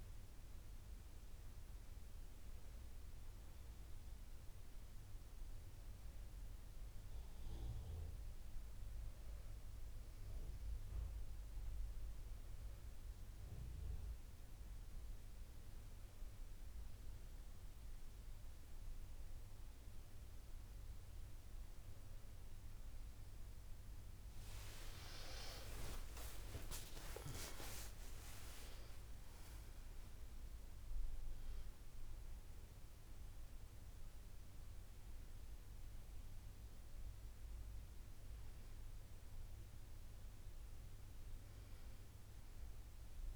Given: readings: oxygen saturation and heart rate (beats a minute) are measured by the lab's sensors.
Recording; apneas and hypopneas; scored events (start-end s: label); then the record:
breathing in sleep by a room microphone; none
0.00-7.00 s: oxygen desaturation (device-marked, oxygen 91% lowest, heart rate 57 extreme)
25.00-28.50 s: arousal
From the record:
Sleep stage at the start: N1 (lightest sleep); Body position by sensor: on the back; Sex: female